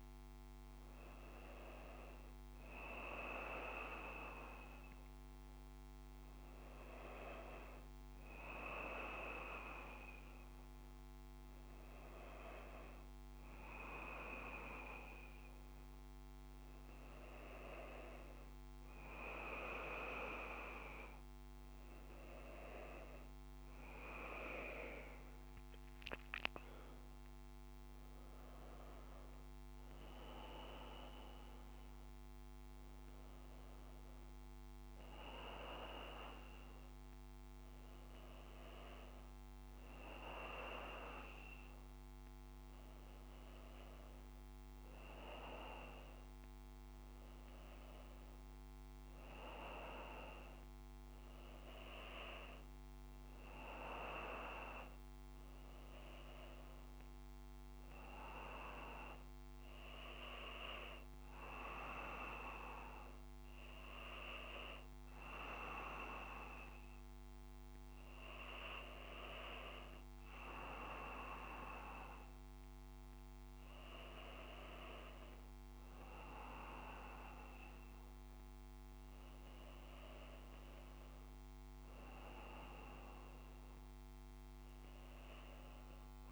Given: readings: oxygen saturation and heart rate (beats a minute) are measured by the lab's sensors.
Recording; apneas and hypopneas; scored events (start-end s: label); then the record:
breathing in sleep by a microphone on the trachea; none
none scored
From the record:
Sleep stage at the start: N1 (lightest sleep); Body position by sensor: on the back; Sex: male